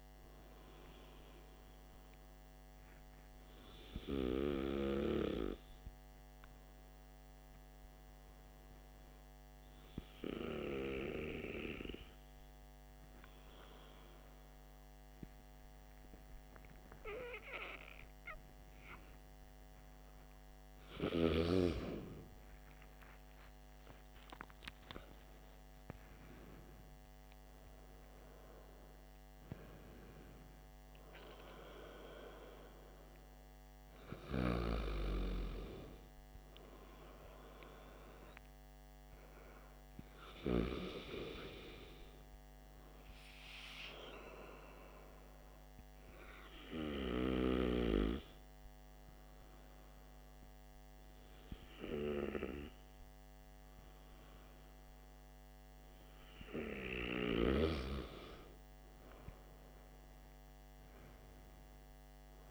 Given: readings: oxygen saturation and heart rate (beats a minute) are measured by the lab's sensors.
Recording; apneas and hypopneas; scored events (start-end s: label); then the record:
breathing in sleep by a microphone on the trachea; 2
3.00-20.50 s: hypopnea (oxygen 95% before, 93% lowest, heart rate 63 before, 50 extreme, up 27 after)
22.50-26.50 s: arousal
42.00-57.00 s: hypopnea (oxygen 95% before, 93% lowest, heart rate 63 before, 53 extreme, up 11 after)
61.50-62.50 s: arousal
From the record:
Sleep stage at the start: N2 (light sleep); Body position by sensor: on the back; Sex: male